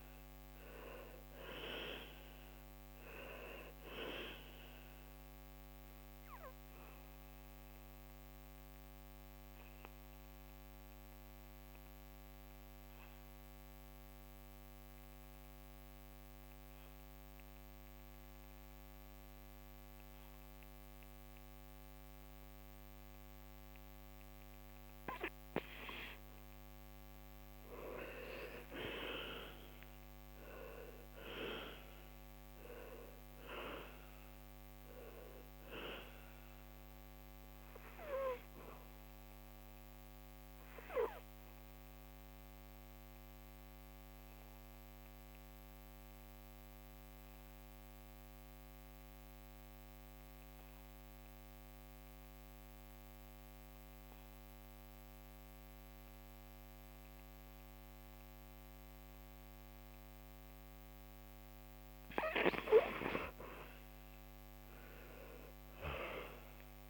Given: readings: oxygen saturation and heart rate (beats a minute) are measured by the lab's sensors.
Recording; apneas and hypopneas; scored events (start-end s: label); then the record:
breathing in sleep by a microphone on the trachea; 2
0.00-19.50 s: oxygen desaturation (device-marked, oxygen 86% lowest, heart rate 73 extreme)
6.00-25.50 s: obstructive apnea (oxygen 97% before, 82% lowest, heart rate 75 before, 73 extreme, up 4 after)
25.50-52.50 s: oxygen desaturation (device-marked, oxygen 98% before, 85% lowest, heart rate 75 before, 68 extreme)
28.00-32.50 s: arousal
38.00-61.00 s: obstructive apnea (oxygen 98% before, 82% lowest, heart rate 75 before, 68 extreme, up 8 after)
63.00-66.90 s: arousal
64.50-66.90 s: oxygen desaturation (device-marked, oxygen 98% before, 82% lowest, heart rate 73 before, 70 extreme)
From the record:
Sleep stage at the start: N2 (light sleep); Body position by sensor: on the back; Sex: male